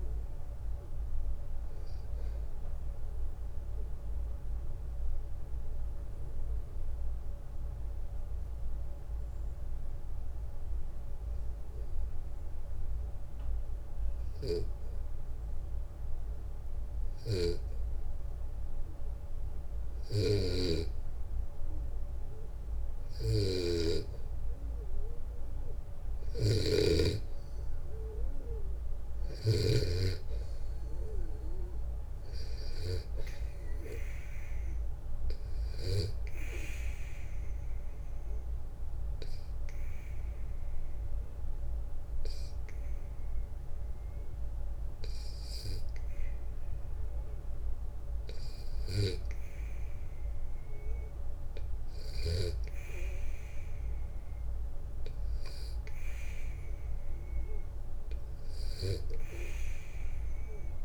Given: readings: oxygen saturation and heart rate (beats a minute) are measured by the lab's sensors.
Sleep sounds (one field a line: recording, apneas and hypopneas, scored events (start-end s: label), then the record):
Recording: breathing in sleep by a room microphone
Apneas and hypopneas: 2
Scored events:
0.00-7.00 s: oxygen desaturation (device-marked, oxygen 92% lowest, heart rate 58 extreme)
3.00-22.50 s: obstructive apnea (oxygen 95% before, 91% lowest, heart rate 66 before, 58 extreme, up 6 after)
16.50-29.00 s: snoring (device-marked)
25.50-29.00 s: arousal
33.00-54.00 s: oxygen desaturation (device-marked, oxygen 97% before, 91% lowest, heart rate 62 before, 61 extreme)
37.00-50.00 s: obstructive apnea (oxygen 97% before, 91% lowest, heart rate 64 before, 61 extreme, up 3 after)
55.00-58.50 s: arousal
From the record:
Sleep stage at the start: N2 (light sleep)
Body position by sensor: on the back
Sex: male